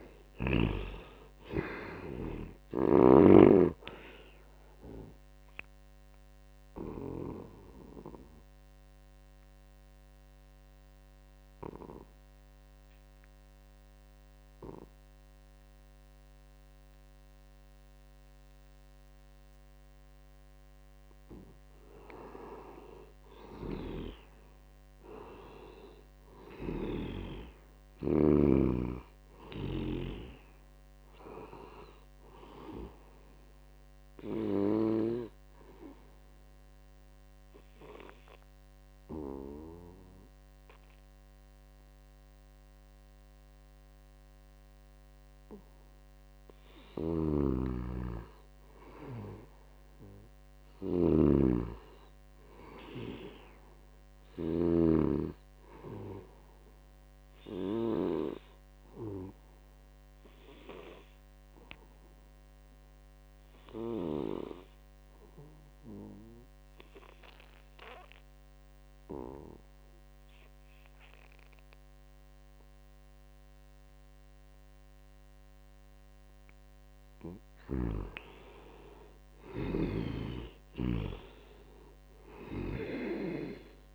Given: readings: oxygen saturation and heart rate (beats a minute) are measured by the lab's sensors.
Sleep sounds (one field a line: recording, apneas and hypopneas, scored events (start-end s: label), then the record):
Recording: breathing in sleep by a microphone on the trachea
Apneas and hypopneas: 3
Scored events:
0.00-18.50 s: oxygen desaturation (device-marked, oxygen 60% lowest, heart rate 56 extreme)
5.00-22.00 s: mixed apnea (oxygen 91% before, 60% lowest, heart rate 69 before, 79 extreme, up 0 after)
23.50-27.00 s: arousal
26.00-29.50 s: snoring (device-marked)
32.00-47.00 s: obstructive apnea (oxygen 99% before, 79% lowest, heart rate 83 before, 77 extreme, up 2 after)
33.50-38.50 s: oxygen desaturation (device-marked, oxygen 95% before, 85% lowest, heart rate 83 before, 78 extreme)
46.50-54.50 s: snoring (device-marked)
48.50-51.50 s: arousal
52.50-65.50 s: oxygen desaturation (device-marked, oxygen 97% before, 88% lowest, heart rate 79 before, 75 extreme)
57.00-75.50 s: obstructive apnea (oxygen 97% before, 79% lowest, heart rate 79 before, 75 extreme, up 5 after)
71.50-83.95 s: oxygen desaturation (device-marked, oxygen 95% before, 79% lowest, heart rate 79 before, 75 extreme)
78.00-82.00 s: arousal
From the record:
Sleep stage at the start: N2 (light sleep)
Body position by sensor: on the back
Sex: male